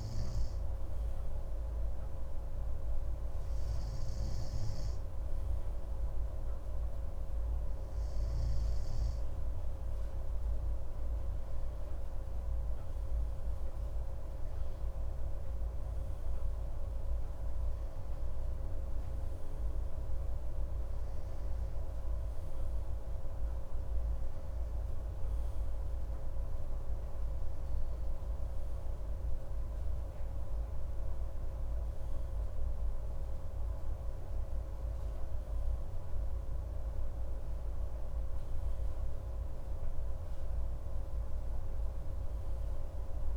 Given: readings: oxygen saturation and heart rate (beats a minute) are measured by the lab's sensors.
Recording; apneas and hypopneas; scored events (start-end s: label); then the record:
breathing in sleep, hard to hear, by a room microphone; none
10.00-43.37 s: new sleep stage, N2 (light sleep)
From the record:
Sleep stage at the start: REM sleep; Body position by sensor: on the right side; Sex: male